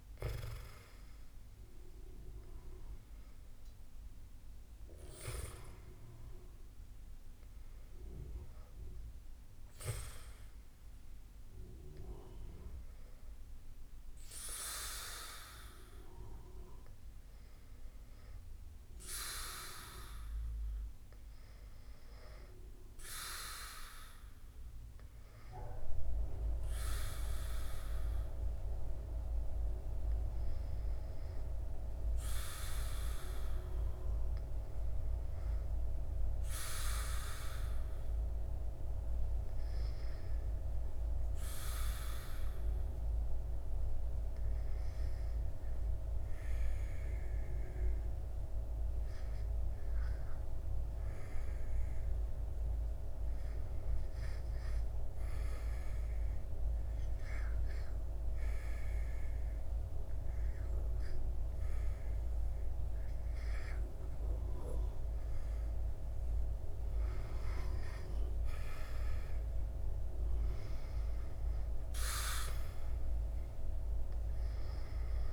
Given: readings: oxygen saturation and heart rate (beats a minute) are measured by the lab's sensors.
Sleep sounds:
breathing in sleep by a room microphone; 1
41.50-62.50 s: hypopnea (oxygen 97% before, 93% lowest, heart rate 73 before, 72 extreme, up 7 after)
65.00-69.50 s: arousal
From the record:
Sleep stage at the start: N2 (light sleep); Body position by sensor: on the back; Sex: male

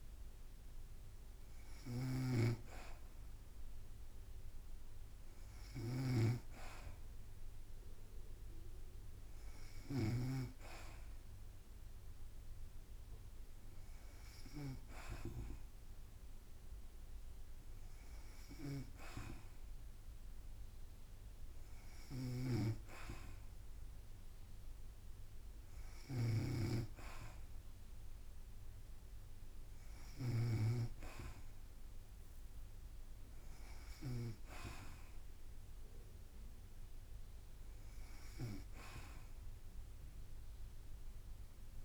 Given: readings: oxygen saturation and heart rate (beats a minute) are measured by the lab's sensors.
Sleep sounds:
breathing in sleep by a room microphone; none
0.00-10.50 s: snoring (device-marked)
22.00-30.50 s: snoring (device-marked)
27.50-29.50 s: long interval between heartbeats (device-marked, heart rate 57 before, 61 extreme)
From the record:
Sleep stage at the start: N2 (light sleep); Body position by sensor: on the back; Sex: female

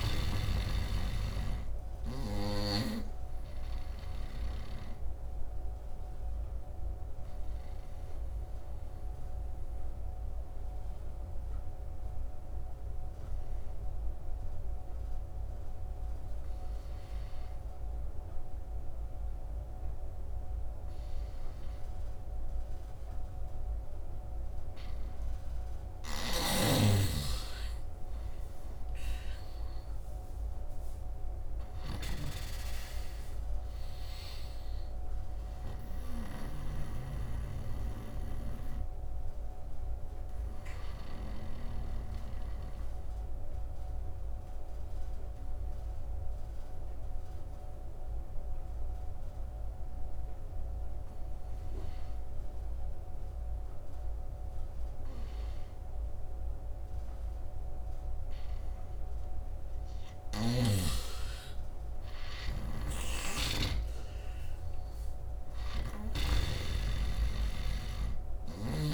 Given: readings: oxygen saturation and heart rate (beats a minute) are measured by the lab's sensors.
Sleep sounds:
breathing in sleep by a room microphone; 2
0.00-7.00 s: oxygen desaturation (device-marked, oxygen 90% lowest, heart rate 66 extreme)
1.00-4.50 s: snoring (device-marked)
4.00-26.00 s: obstructive apnea (oxygen 98% before, 79% lowest, heart rate 75 before, 66 extreme, up 16 after)
13.00-19.00 s: oxygen desaturation (device-marked, oxygen 91% before, 84% lowest, heart rate 75 before, 66 extreme)
21.00-53.00 s: oxygen desaturation (device-marked, oxygen 99% before, 79% lowest, heart rate 74 before, 69 extreme)
26.00-36.00 s: snoring (device-marked)
28.50-31.50 s: arousal
37.00-59.00 s: obstructive apnea (oxygen 99% before, 79% lowest, heart rate 74 before, 67 extreme, up 10 after)
59.00-68.93 s: oxygen desaturation (device-marked, oxygen 100% before, 82% lowest, heart rate 73 before, 67 extreme)
60.50-64.00 s: arousal
From the record:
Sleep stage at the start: N2 (light sleep); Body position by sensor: on the right side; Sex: male

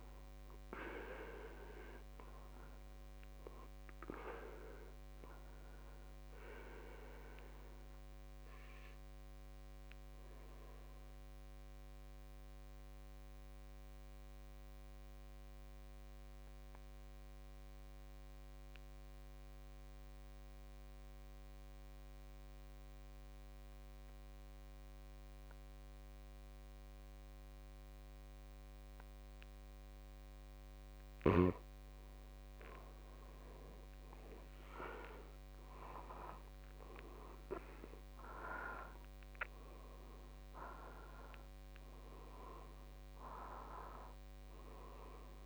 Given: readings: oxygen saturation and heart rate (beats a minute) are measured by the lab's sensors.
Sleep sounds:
breathing in sleep by a microphone on the trachea; 1
0.00-27.00 s: oxygen desaturation (device-marked, oxygen 71% lowest, heart rate 54 extreme)
11.00-33.00 s: obstructive apnea (oxygen 99% before, 71% lowest, heart rate 69 before, 52 extreme, up 14 after)
34.50-38.50 s: arousal
40.00-45.46 s: oxygen desaturation (device-marked, oxygen 99% before, 82% lowest, heart rate 59 before, 50 extreme)
From the record:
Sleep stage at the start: N2 (light sleep); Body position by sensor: on the back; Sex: male

